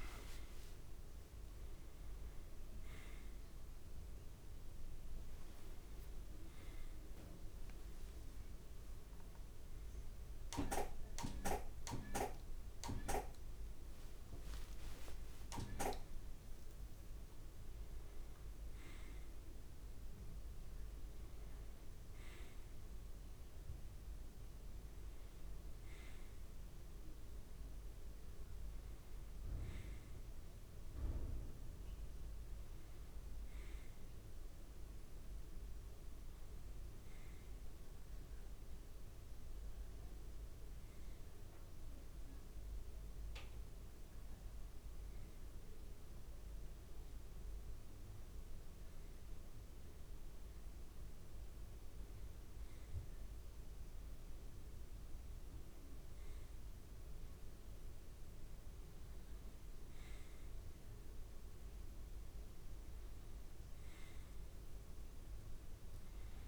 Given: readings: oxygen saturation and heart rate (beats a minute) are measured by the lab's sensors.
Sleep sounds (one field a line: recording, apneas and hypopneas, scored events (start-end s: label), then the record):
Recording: a person partly awake in a sleep study, by a room microphone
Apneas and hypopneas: 1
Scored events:
3.00-33.00 s: new sleep stage, awake
33.00-66.48 s: new sleep stage, N2 (light sleep)
40.50-53.00 s: hypopnea (oxygen 94% before, 91% lowest)
56.50-59.50 s: arousal
57.00-66.48 s: oxygen desaturation (device-marked, oxygen 94% before, 91% lowest)
From the record:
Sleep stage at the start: N2 (light sleep)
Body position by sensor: on the right side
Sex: male